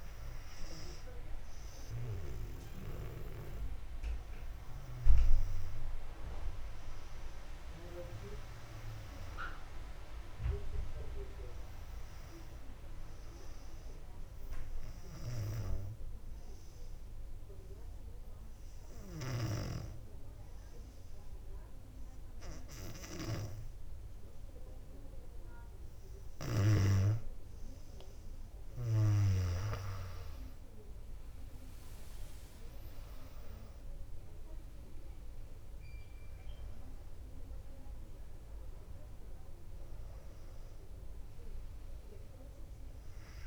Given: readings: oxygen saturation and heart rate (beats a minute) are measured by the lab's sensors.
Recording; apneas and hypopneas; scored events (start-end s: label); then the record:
breathing in sleep by a room microphone; 1
15.50-27.00 s: hypopnea (oxygen 99% before, 94% lowest, heart rate 60 before, 58 extreme, up 7 after)
29.50-33.00 s: arousal
32.00-43.47 s: oxygen desaturation (device-marked, oxygen 98% before, 94% lowest, heart rate 60 before, 58 extreme)
From the record:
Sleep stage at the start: N2 (light sleep); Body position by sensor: on the back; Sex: female